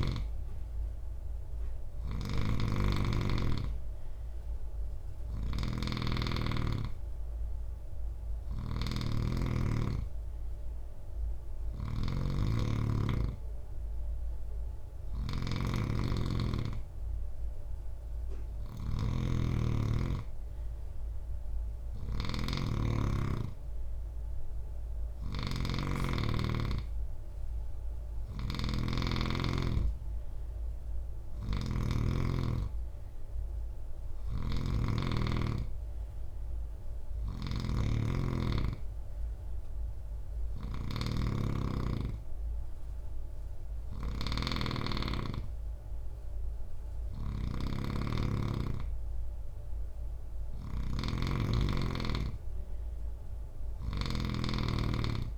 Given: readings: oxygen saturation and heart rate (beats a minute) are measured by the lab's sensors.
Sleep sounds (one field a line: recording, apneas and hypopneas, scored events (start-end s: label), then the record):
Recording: breathing in sleep by a room microphone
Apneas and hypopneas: none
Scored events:
0.00-55.38 s: snoring (device-marked)
From the record:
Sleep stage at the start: N3 (deep sleep)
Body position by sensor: on the right side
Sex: male